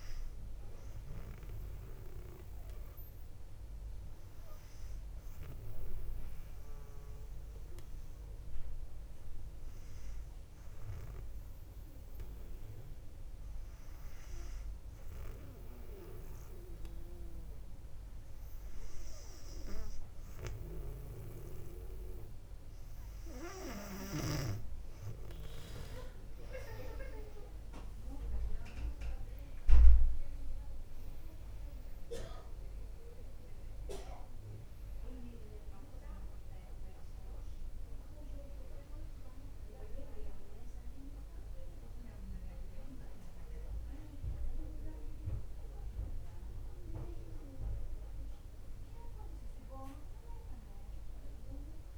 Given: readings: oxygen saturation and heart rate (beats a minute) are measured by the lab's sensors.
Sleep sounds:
a person partly awake in a sleep study, by a room microphone; 1
0.00-12.50 s: oxygen desaturation (device-marked, oxygen 95% lowest, heart rate 56 extreme)
4.00-23.50 s: obstructive apnea (oxygen 99% before, 95% lowest, heart rate 61 before, 57 extreme, up 6 after)
33.50-51.98 s: new sleep stage, awake
From the record:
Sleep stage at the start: N2 (light sleep); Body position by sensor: on the back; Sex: female

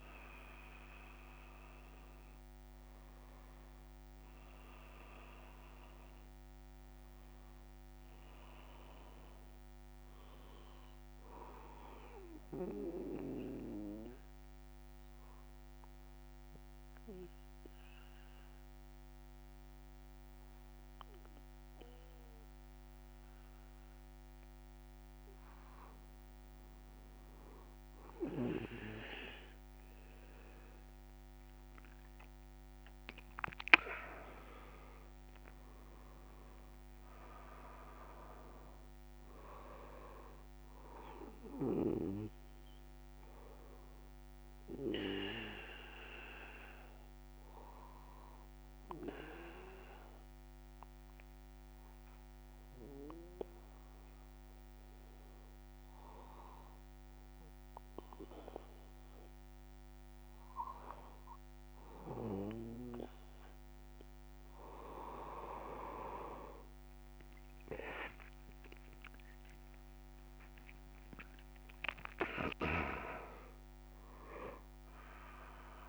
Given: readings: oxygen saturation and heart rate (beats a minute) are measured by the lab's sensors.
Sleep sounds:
breathing in sleep by a microphone on the trachea; 2
7.00-21.00 s: oxygen desaturation (device-marked, oxygen 98% before, 94% lowest)
12.50-27.00 s: obstructive apnea (oxygen 98% before, 94% lowest)
36.00-53.00 s: oxygen desaturation (device-marked, oxygen 99% before, 95% lowest)
44.50-61.50 s: obstructive apnea (oxygen 99% before, 94% lowest)
47.00-75.89 s: new sleep stage, N2 (light sleep)
69.00-75.89 s: oxygen desaturation (device-marked, oxygen 98% before, 94% lowest)
From the record:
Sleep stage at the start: N1 (lightest sleep); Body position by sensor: on the back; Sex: male

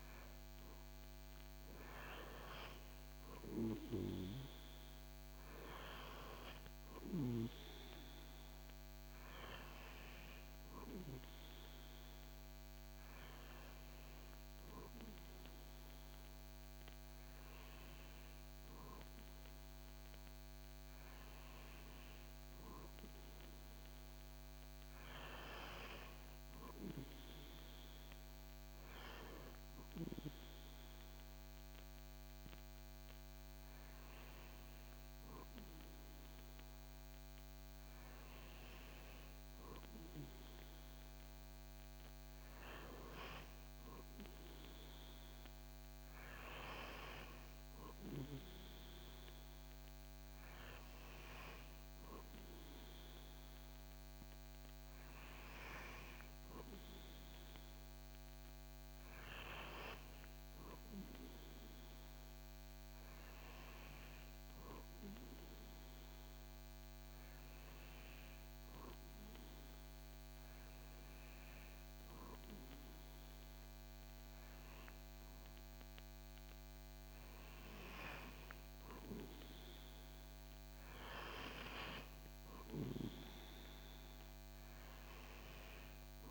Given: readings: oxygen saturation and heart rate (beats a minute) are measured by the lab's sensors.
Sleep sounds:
breathing in sleep by a microphone on the trachea; none
none scored
From the record:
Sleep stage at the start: N2 (light sleep); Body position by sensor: on the back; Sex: male

